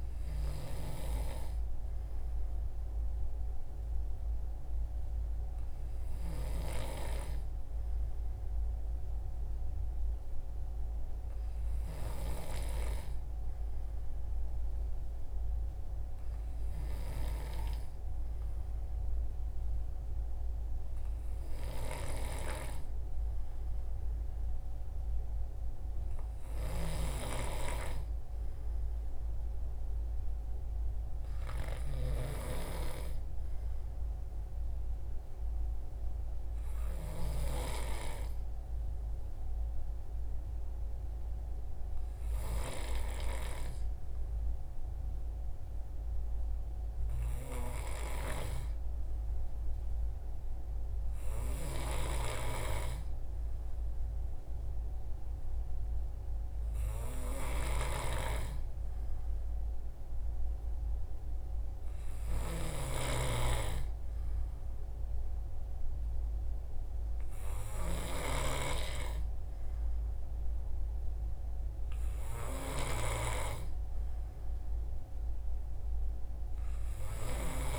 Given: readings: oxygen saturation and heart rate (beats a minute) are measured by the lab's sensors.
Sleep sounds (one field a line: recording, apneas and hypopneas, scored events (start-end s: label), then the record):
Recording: breathing in sleep by a room microphone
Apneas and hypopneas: none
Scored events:
none scored
From the record:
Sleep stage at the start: N2 (light sleep)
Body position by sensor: on the right side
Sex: male